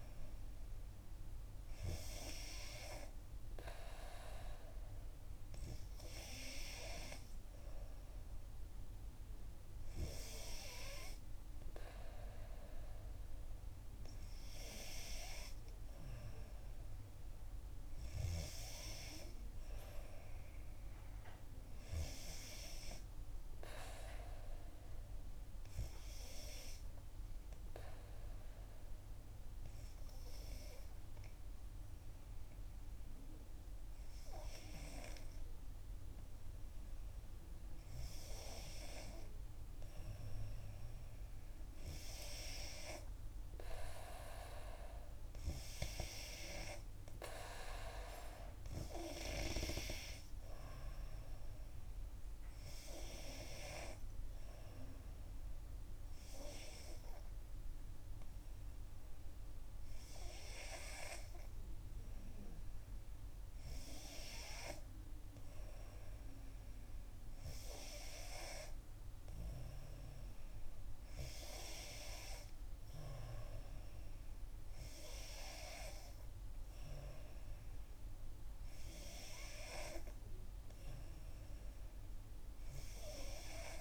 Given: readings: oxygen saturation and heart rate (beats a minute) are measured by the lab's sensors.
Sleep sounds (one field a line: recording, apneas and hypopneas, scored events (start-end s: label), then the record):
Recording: breathing in sleep by a room microphone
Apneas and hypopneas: 1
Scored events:
26.50-37.00 s: hypopnea (oxygen 91% before, 90% lowest, heart rate 64 before, 62 extreme, up 0 after)
From the record:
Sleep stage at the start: N2 (light sleep)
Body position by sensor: on the back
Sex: female